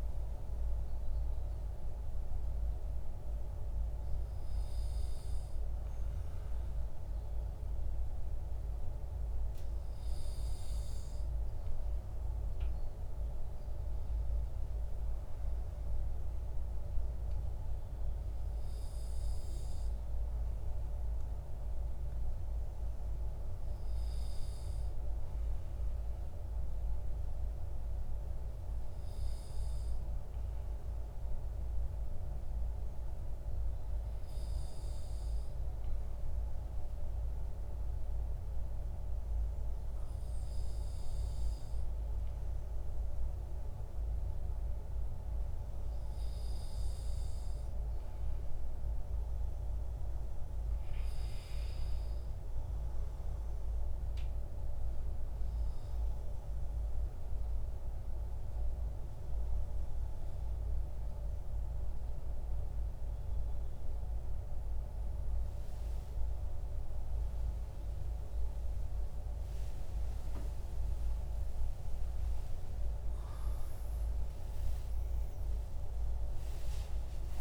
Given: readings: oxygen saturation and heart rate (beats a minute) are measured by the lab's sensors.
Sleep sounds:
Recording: breathing in sleep, hard to hear, by a room microphone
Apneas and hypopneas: 1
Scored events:
24.00-48.50 s: obstructive apnea (oxygen 97% before, 95% lowest, heart rate 53 before, 51 extreme, up 3 after)
53.00-57.50 s: arousal
71.00-77.41 s: new sleep stage, N1 (lightest sleep)
71.50-77.00 s: arousal
From the record:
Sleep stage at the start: N2 (light sleep)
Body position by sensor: on the back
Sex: male

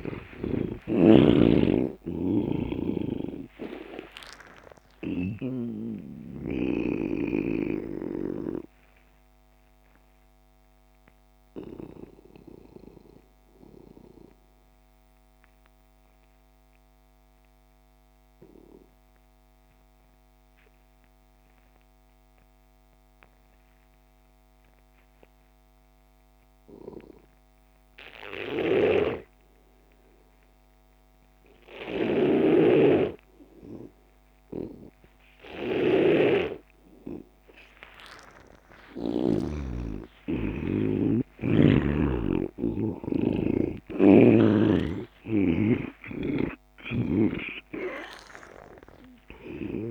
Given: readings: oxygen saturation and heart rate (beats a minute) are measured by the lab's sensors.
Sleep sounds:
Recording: breathing in sleep by a microphone on the trachea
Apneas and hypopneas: 1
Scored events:
0.00-16.50 s: oxygen desaturation (device-marked, oxygen 79% lowest)
5.50-38.50 s: obstructive apnea (oxygen 98% before, 79% lowest)
29.00-39.50 s: snoring (device-marked)
33.50-49.91 s: oxygen desaturation (device-marked, oxygen 98% before, 85% lowest)
39.00-45.50 s: arousal
From the record:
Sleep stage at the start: N2 (light sleep)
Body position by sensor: on the back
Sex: male

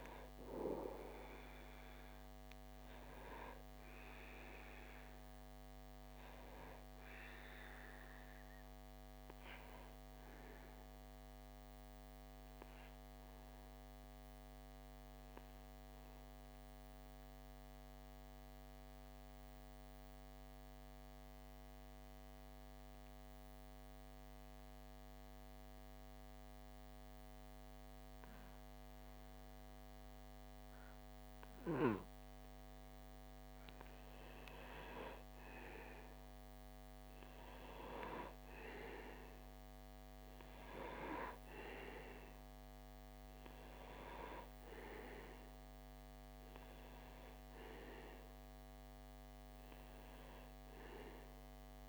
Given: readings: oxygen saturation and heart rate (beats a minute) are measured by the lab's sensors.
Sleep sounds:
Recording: breathing in sleep by a microphone on the trachea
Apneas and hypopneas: 1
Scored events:
0.00-19.00 s: oxygen desaturation (device-marked, oxygen 92% lowest)
9.50-30.50 s: obstructive apnea (oxygen 97% before, 93% lowest)
33.00-37.50 s: arousal
35.00-51.89 s: oxygen desaturation (device-marked, oxygen 97% before, 93% lowest)
From the record:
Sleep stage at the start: N2 (light sleep)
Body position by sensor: on the back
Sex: male

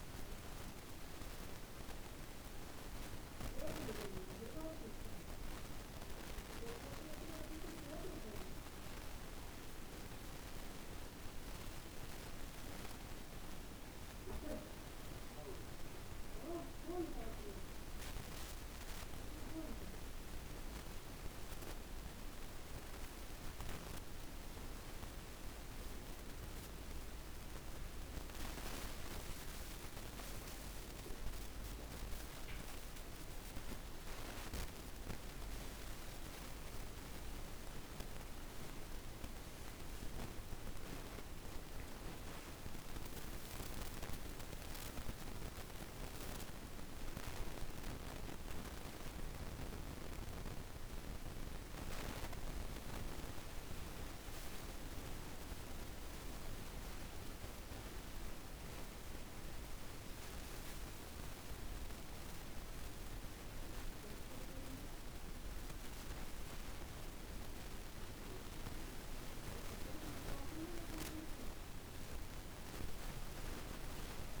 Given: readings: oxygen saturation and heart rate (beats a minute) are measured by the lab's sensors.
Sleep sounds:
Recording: breathing in sleep, hard to hear, by a room microphone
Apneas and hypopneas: none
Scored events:
38.50-42.00 s: arousal
From the record:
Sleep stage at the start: N2 (light sleep)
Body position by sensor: on the back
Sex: male

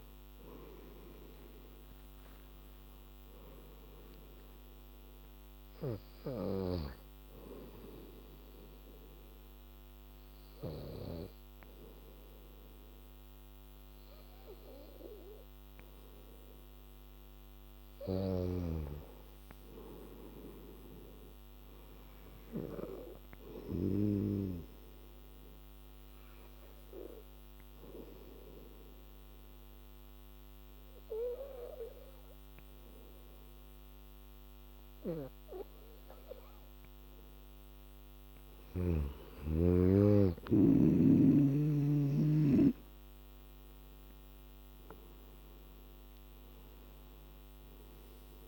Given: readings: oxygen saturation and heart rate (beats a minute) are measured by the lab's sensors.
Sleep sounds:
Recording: breathing in sleep by a microphone on the trachea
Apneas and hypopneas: 2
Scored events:
7.50-18.00 s: hypopnea (oxygen 97% before, 91% lowest, heart rate 86 before, 78 extreme, up 3 after)
20.50-23.50 s: arousal
23.50-31.50 s: oxygen desaturation (device-marked, oxygen 98% before, 94% lowest, heart rate 85 before, 75 extreme)
27.00-38.00 s: obstructive apnea (oxygen 98% before, 91% lowest, heart rate 85 before, 72 extreme, up 6 after)
39.50-48.48 s: oxygen desaturation (device-marked, oxygen 97% before, 91% lowest, heart rate 81 before, 72 extreme)
43.00-46.00 s: arousal
From the record:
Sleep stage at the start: N2 (light sleep)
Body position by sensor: on the back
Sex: female

